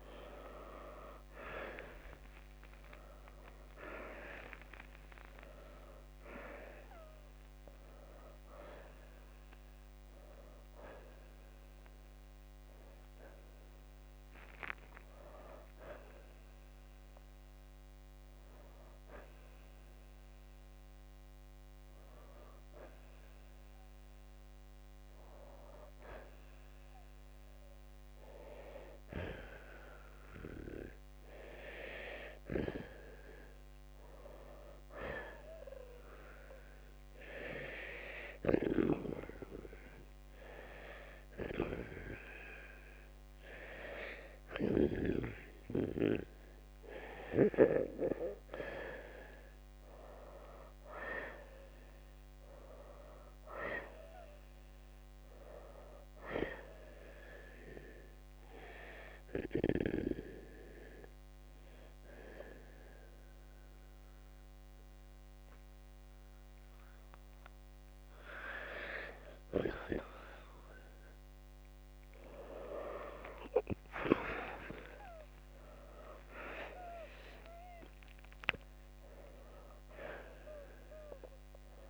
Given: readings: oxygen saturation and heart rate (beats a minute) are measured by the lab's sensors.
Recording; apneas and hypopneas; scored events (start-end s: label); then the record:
breathing in sleep by a microphone on the trachea; 1
0.00-7.50 s: oxygen desaturation (device-marked, oxygen 83% lowest, heart rate 59 extreme)
2.00-6.00 s: arousal
19.50-30.50 s: oxygen desaturation (device-marked, oxygen 94% before, 86% lowest, heart rate 90 before, 62 extreme)
37.50-78.50 s: oxygen desaturation (device-marked, oxygen 95% before, 88% lowest, heart rate 67 before, 58 extreme)
50.50-54.00 s: arousal
58.00-70.50 s: hypopnea (oxygen 95% before, 86% lowest, heart rate 65 before, 58 extreme, up 8 after)
75.50-79.00 s: arousal
From the record:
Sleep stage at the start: N2 (light sleep); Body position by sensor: on the left side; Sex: male